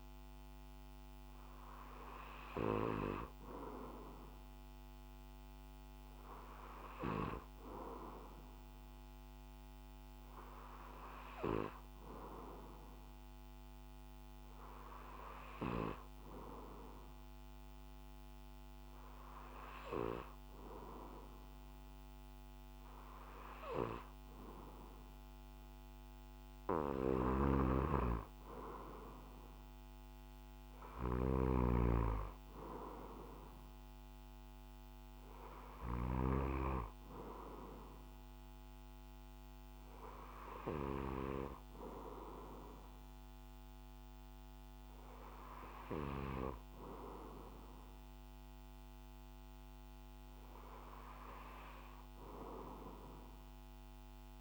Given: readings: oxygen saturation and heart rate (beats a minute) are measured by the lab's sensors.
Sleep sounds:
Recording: breathing in sleep by a microphone on the trachea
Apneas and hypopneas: none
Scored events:
27.00-31.00 s: snoring (device-marked)
From the record:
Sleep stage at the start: N2 (light sleep)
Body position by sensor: on the back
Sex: male

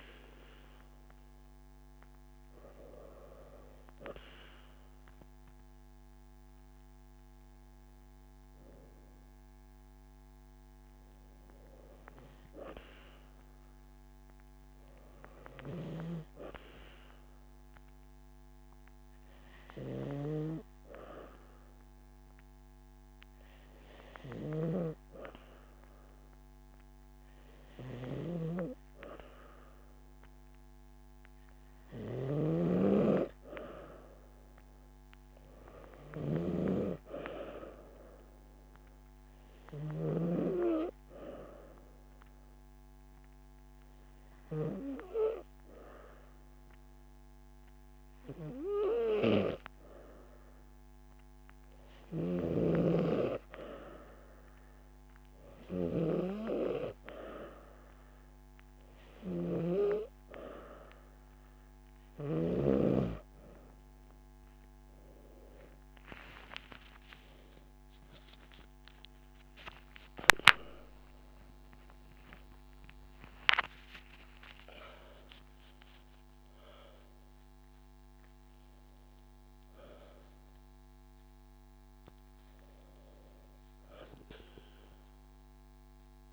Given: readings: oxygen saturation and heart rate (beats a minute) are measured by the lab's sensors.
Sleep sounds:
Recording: breathing in sleep by a microphone on the trachea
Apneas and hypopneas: 1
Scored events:
32.00-36.00 s: arousal
39.50-54.00 s: obstructive apnea (oxygen 96% before, 90% lowest)
48.00-50.00 s: long interval between heartbeats (device-marked)
66.00-86.33 s: oxygen desaturation (device-marked, oxygen 95% before, 90% lowest)
67.00 s: drop in pulse transit time (device-marked)
67.00-73.50 s: arousal
73.00-75.00 s: long interval between heartbeats (device-marked)
82.00-84.00 s: long interval between heartbeats (device-marked)
From the record:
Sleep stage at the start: N2 (light sleep)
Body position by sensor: on the back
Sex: female

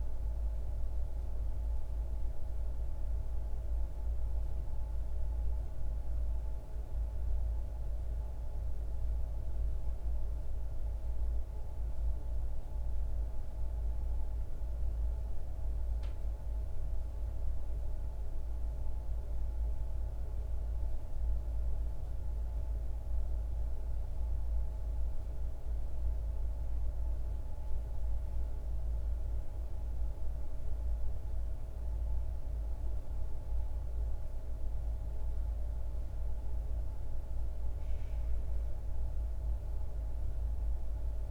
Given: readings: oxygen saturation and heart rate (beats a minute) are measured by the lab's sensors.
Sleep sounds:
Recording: a person awake in a sleep study, hard to hear, by a room microphone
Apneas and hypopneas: none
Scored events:
none scored
From the record:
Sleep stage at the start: awake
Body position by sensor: on the back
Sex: male

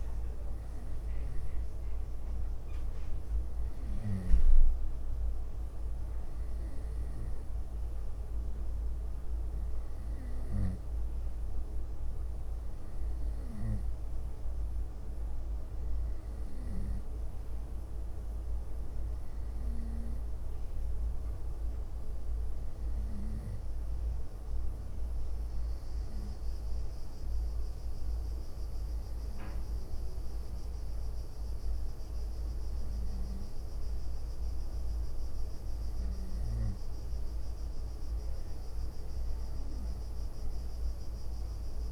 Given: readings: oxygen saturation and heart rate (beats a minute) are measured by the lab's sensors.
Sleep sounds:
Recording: breathing in sleep, hard to hear, by a room microphone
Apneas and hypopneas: none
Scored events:
0.00-2.00 s: leg movement (device-marked)
4.00-5.50 s: leg movement (device-marked)
6.00-8.00 s: leg movement (device-marked)
From the record:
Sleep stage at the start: N2 (light sleep)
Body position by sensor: on the right side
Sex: female

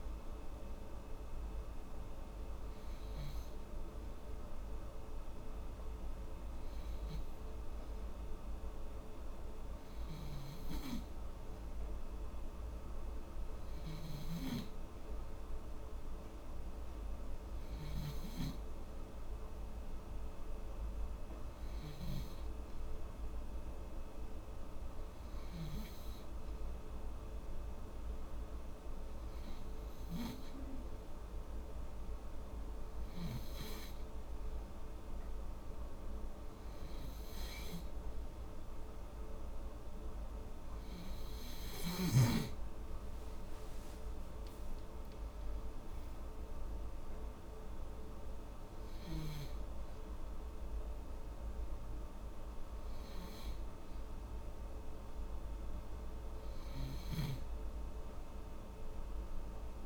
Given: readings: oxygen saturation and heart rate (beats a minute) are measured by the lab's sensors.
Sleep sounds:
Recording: breathing in sleep, hard to hear, by a room microphone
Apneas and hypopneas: none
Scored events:
43.50-47.00 s: arousal
From the record:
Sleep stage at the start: N2 (light sleep)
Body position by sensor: on the back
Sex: female

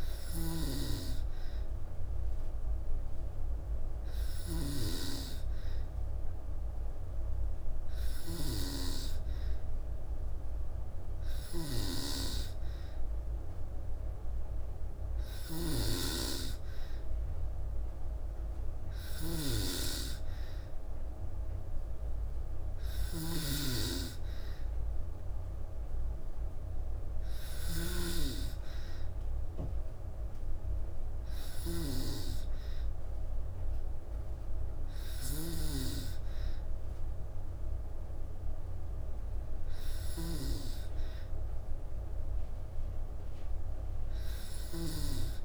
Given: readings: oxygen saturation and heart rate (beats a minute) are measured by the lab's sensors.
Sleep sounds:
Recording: breathing in sleep by a room microphone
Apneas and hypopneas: none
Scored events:
0.00-45.45 s: snoring (device-marked)
From the record:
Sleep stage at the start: N2 (light sleep)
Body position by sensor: on the back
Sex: female

